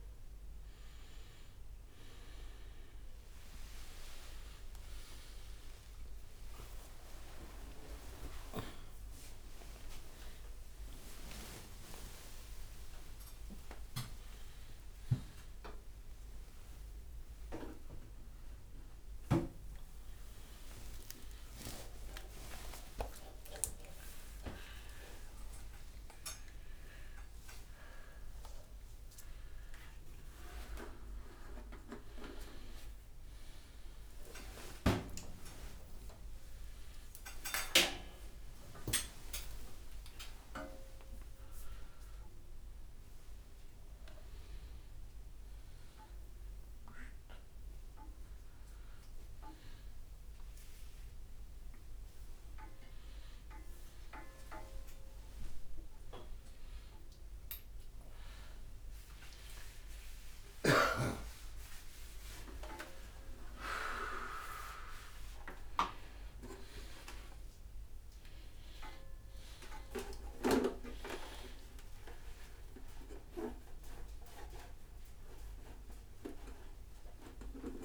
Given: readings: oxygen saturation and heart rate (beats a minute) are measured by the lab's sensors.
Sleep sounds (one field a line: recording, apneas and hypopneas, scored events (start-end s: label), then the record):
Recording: a person awake in a sleep study, by a room microphone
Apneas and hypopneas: none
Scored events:
0.00-14.00 s: oxygen desaturation (device-marked, oxygen 99% before, 94% lowest, heart rate 66 before, 93 extreme)
1.00-77.85 s: new sleep stage, awake
34.00-45.00 s: oxygen desaturation (device-marked, oxygen 99% before, 95% lowest, heart rate 115 before, 95 extreme)
54.00-63.00 s: oxygen desaturation (device-marked, oxygen 98% before, 94% lowest, heart rate 120 before, 98 extreme)
From the record:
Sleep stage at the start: N2 (light sleep)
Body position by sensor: upright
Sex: male